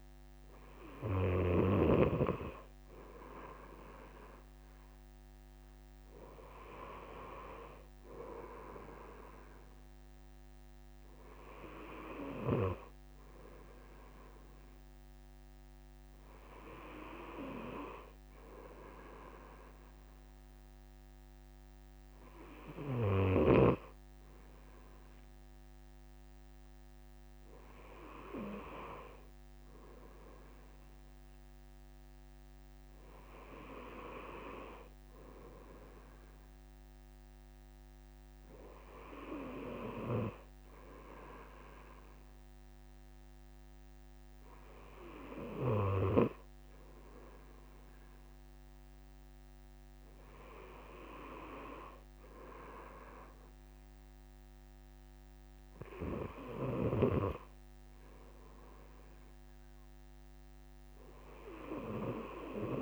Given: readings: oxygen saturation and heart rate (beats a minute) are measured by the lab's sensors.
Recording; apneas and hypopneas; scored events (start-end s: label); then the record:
breathing in sleep by a microphone on the trachea; none
0.00-2.00 s: snoring (device-marked)
From the record:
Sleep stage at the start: N2 (light sleep); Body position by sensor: on the right side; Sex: male